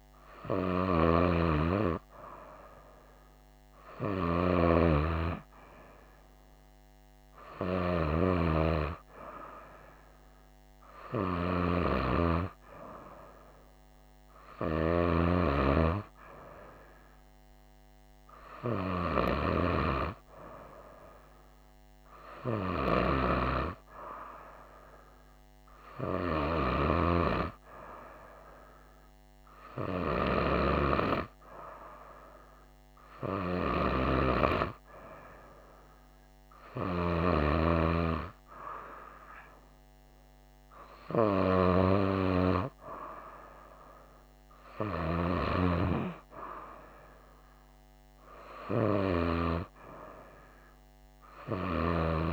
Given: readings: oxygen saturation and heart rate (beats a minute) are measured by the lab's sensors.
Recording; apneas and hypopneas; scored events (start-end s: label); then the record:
breathing in sleep by a microphone on the trachea; none
none scored
From the record:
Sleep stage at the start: N2 (light sleep); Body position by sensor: on the right side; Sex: female